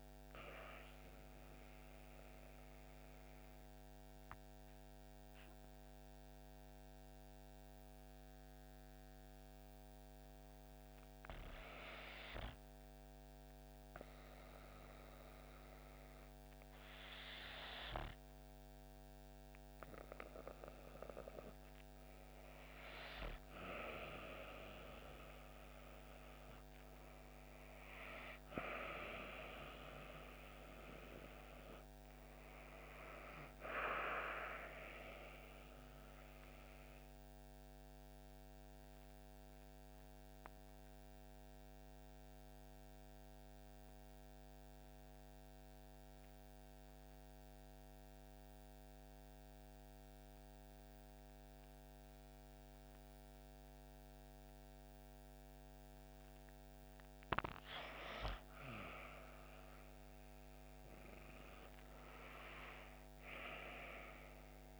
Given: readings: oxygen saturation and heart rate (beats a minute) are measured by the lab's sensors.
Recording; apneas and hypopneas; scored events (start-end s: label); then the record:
breathing in sleep by a microphone on the trachea; 2
1.00-13.50 s: obstructive apnea (oxygen 95% before, 89% lowest)
16.50-20.50 s: arousal
28.50-58.50 s: oxygen desaturation (device-marked, oxygen 96% before, 89% lowest)
37.00-58.00 s: obstructive apnea (oxygen 96% before, 87% lowest)
59.50-64.50 s: arousal
From the record:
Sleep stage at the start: REM sleep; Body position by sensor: on the back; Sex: female